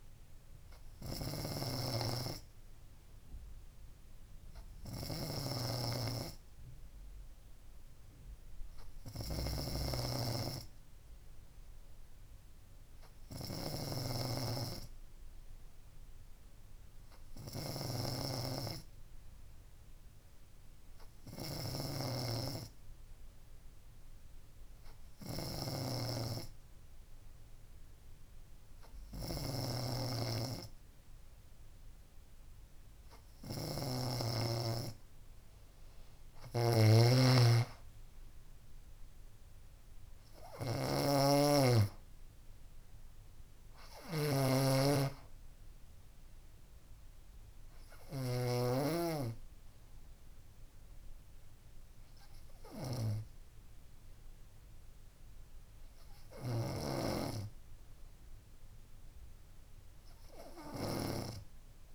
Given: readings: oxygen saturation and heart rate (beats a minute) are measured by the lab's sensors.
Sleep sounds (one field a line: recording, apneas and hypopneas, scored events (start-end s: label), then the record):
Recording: breathing in sleep by a room microphone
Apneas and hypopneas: none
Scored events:
0.00-10.50 s: snoring (device-marked)
22.00-34.50 s: snoring (device-marked)
36.00-38.00 s: long interval between heartbeats (device-marked, heart rate 65 before, 76 extreme)
36.50-49.00 s: snoring (device-marked)
51.50-55.50 s: bradycardia (device-marked, heart rate 65 before, 59 extreme)
From the record:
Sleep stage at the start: N3 (deep sleep)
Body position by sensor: on the front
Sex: female